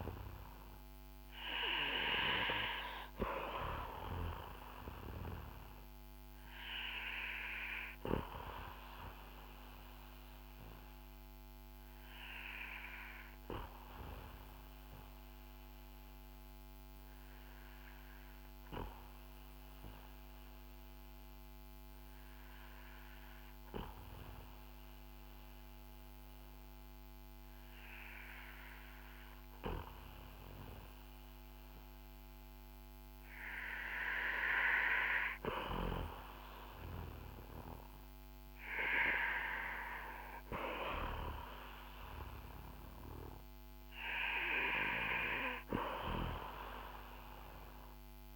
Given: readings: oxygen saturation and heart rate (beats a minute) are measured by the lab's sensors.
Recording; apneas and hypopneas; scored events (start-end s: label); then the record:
breathing in sleep by a microphone on the trachea; 1
0.00-25.50 s: oxygen desaturation (device-marked, oxygen 92% lowest, heart rate 46 extreme)
9.00-34.00 s: obstructive apnea (oxygen 96% before, 92% lowest, heart rate 56 before, 46 extreme, up 7 after)
36.50-39.00 s: arousal
From the record:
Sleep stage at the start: N2 (light sleep); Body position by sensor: on the back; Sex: male